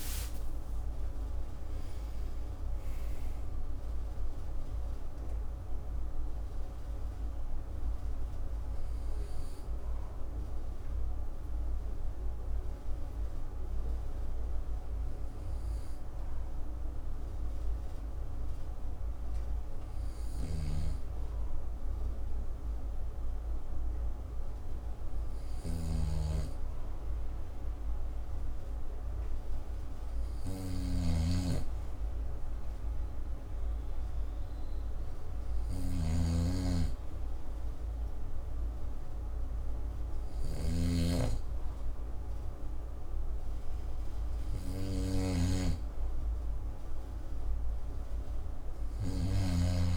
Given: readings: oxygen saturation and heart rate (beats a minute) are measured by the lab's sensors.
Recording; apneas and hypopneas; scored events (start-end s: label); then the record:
breathing in sleep by a room microphone; none
0.00-1.50 s: arousal
0.00-26.00 s: oxygen desaturation (device-marked, oxygen 86% lowest, heart rate 57 extreme)
20.50-49.97 s: snoring (device-marked)
From the record:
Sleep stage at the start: N2 (light sleep); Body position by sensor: on the back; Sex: male